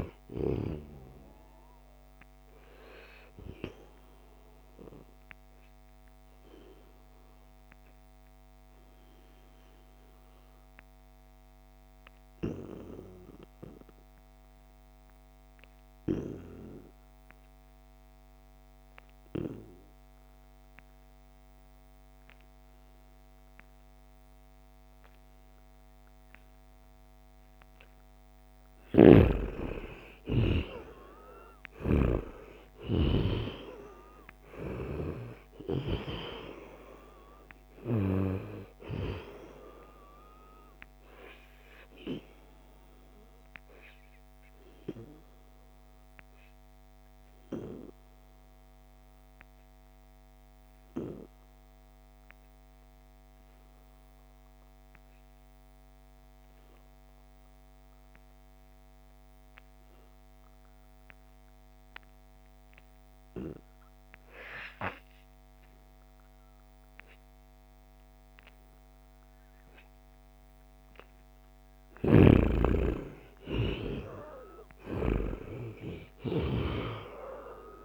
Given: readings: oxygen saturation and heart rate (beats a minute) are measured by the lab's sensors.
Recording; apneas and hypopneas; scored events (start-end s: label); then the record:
breathing in sleep by a microphone on the trachea; 2
0.00-11.00 s: oxygen desaturation (device-marked, oxygen 87% lowest, heart rate 69 extreme)
2.00-28.00 s: obstructive apnea (oxygen 97% before, 88% lowest, heart rate 83 before, 72 extreme, up 4 after)
25.00-52.00 s: oxygen desaturation (device-marked, oxygen 97% before, 88% lowest, heart rate 75 before, 70 extreme)
29.50-32.50 s: arousal
40.00-71.00 s: obstructive apnea (oxygen 98% before, 88% lowest, heart rate 74 before, 70 extreme, up 5 after)
68.00-77.85 s: oxygen desaturation (device-marked, oxygen 97% before, 88% lowest, heart rate 74 before, 69 extreme)
72.00-76.50 s: arousal
From the record:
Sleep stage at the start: N2 (light sleep); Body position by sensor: on the back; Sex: male